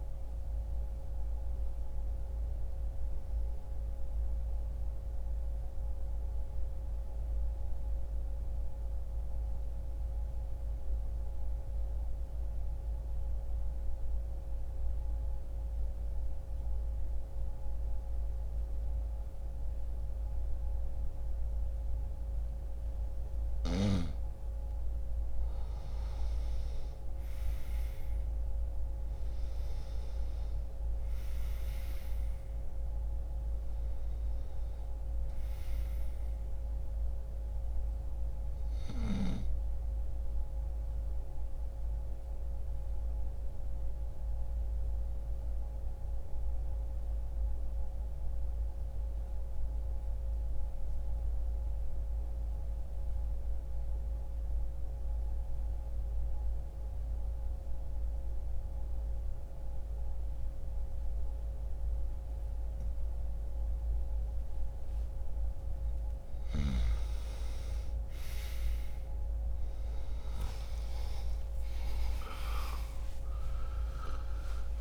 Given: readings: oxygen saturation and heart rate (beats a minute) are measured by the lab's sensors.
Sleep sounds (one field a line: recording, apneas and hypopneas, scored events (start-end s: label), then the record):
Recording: breathing in sleep, hard to hear, by a room microphone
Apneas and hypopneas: 2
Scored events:
8.00-24.00 s: mixed apnea (oxygen 93% before, 87% lowest)
26.00-30.50 s: arousal
26.50-59.50 s: oxygen desaturation (device-marked, oxygen 99% before, 87% lowest)
40.50-66.00 s: mixed apnea (oxygen 99% before, 87% lowest)
55.50-74.81 s: new sleep stage, N2 (light sleep)
67.50-74.81 s: oxygen desaturation (device-marked, oxygen 97% before, 92% lowest)
69.50-74.00 s: arousal
From the record:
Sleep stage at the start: N1 (lightest sleep)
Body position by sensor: on the back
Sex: male